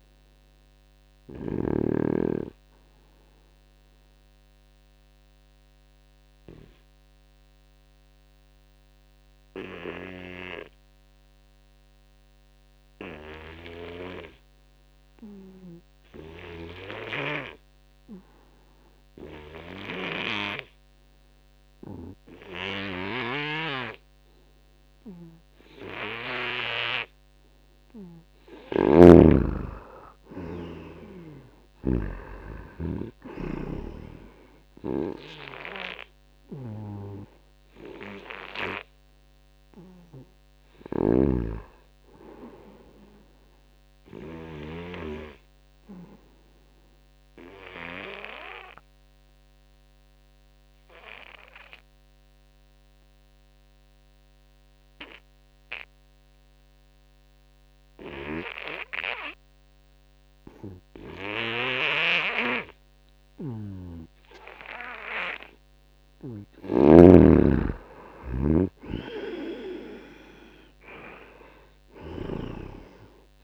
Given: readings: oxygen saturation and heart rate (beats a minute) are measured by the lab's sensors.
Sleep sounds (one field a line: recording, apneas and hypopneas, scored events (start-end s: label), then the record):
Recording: breathing in sleep by a microphone on the trachea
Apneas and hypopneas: 2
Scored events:
1.00-27.50 s: obstructive apnea (oxygen 98% before, 84% lowest, heart rate 85 before, 81 extreme, up 4 after)
18.50-44.50 s: oxygen desaturation (device-marked, oxygen 97% before, 85% lowest, heart rate 85 before, 81 extreme)
28.50-32.00 s: snoring (device-marked)
29.50-33.00 s: arousal
40.50-45.00 s: snoring (device-marked)
44.50-65.00 s: obstructive apnea (oxygen 96% before, 82% lowest, heart rate 84 before, 81 extreme, up 5 after)
63.50-73.44 s: oxygen desaturation (device-marked, oxygen 96% before, 84% lowest, heart rate 85 before, 79 extreme)
65.50-69.00 s: arousal
66.50-72.50 s: snoring (device-marked)
From the record:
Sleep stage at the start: N2 (light sleep)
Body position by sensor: on the front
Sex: male